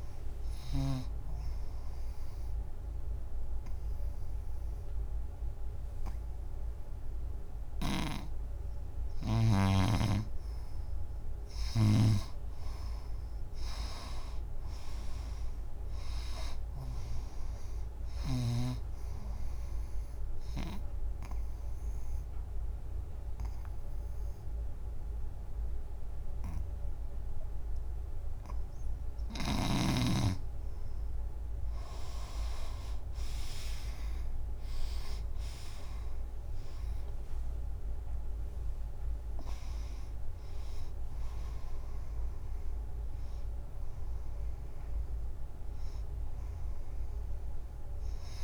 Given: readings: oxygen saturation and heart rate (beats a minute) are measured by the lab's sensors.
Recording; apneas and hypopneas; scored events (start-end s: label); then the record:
breathing in sleep by a room microphone; 2
0.00-10.00 s: oxygen desaturation (device-marked, oxygen 88% lowest, heart rate 74 extreme)
1.00-11.00 s: obstructive apnea (oxygen 96% before, 87% lowest, heart rate 88 before, 74 extreme, up 6 after)
7.50-17.00 s: snoring (device-marked)
12.50-15.50 s: arousal
18.50-30.50 s: obstructive apnea (oxygen 96% before, 87% lowest, heart rate 87 before, 74 extreme, up 10 after)
21.00-29.00 s: oxygen desaturation (device-marked, oxygen 96% before, 89% lowest, heart rate 87 before, 74 extreme)
33.00-37.00 s: arousal
36.00-48.44 s: oxygen desaturation (device-marked, oxygen 96% before, 87% lowest, heart rate 86 before, 58 extreme)
From the record:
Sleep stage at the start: N2 (light sleep); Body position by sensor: on the front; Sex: female